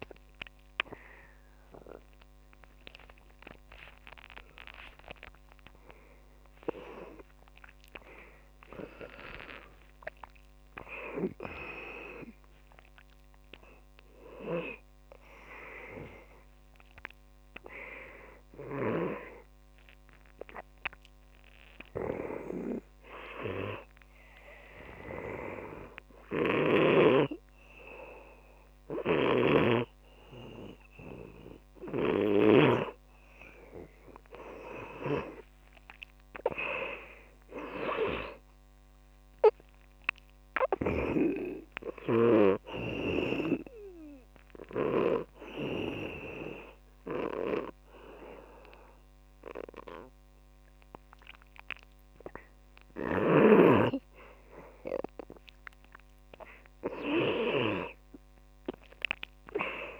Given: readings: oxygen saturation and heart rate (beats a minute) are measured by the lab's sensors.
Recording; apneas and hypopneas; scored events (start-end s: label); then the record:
a person partly awake in a sleep study, by a microphone on the trachea; 2
8.00-60.00 s: new sleep stage, N2 (light sleep)
19.00-30.00 s: oxygen desaturation (device-marked, oxygen 100% before, 94% lowest, heart rate 98 before, 82 extreme)
24.00-35.00 s: hypopnea (oxygen 100% before, 92% lowest, heart rate 98 before, 82 extreme, up 9 after)
29.50-45.50 s: snoring (device-marked)
36.50-40.00 s: arousal
40.00-56.00 s: oxygen desaturation (device-marked, oxygen 99% before, 93% lowest, heart rate 89 before, 82 extreme)
44.50-55.00 s: obstructive apnea (oxygen 100% before, 86% lowest, heart rate 88 before, 83 extreme, up 6 after)
53.50-60.00 s: snoring (device-marked)
56.50-60.00 s: arousal
From the record:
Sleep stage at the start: awake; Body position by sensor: on the back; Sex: male